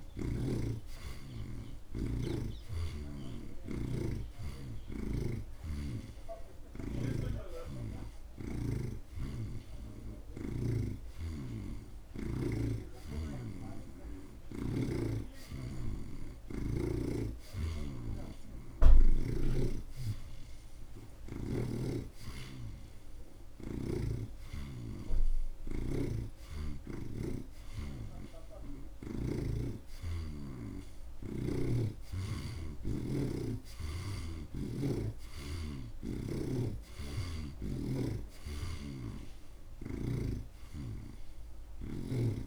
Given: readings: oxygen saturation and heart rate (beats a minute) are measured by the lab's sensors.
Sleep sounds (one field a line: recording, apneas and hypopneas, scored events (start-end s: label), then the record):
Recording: breathing in sleep by a room microphone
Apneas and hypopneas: none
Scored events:
0.00-5.00 s: oxygen desaturation (device-marked, oxygen 79% lowest)
7.00-11.00 s: snoring (device-marked)
10.00-18.00 s: oxygen desaturation (device-marked, oxygen 82% before, 79% lowest)
18.00-21.50 s: snoring (device-marked)
25.00-38.00 s: oxygen desaturation (device-marked, oxygen 82% before, 78% lowest)
26.00-29.50 s: snoring (device-marked)
39.00-42.47 s: snoring (device-marked)
From the record:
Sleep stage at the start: N2 (light sleep)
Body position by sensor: on the right side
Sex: male